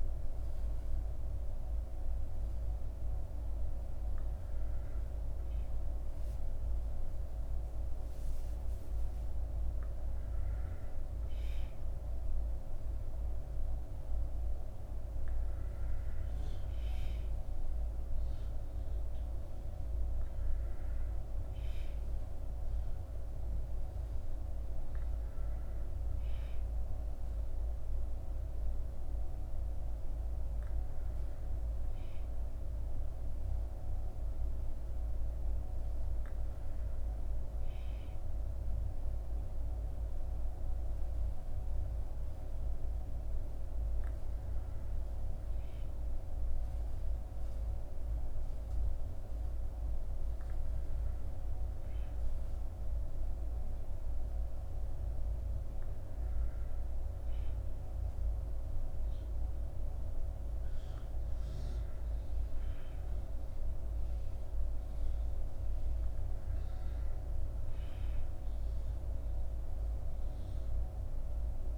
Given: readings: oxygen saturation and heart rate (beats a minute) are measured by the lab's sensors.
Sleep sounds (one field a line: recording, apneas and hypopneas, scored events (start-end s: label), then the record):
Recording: breathing in sleep, hard to hear, by a room microphone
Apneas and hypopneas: none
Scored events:
5.00-10.50 s: arousal
From the record:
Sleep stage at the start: N1 (lightest sleep)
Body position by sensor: on the back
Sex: male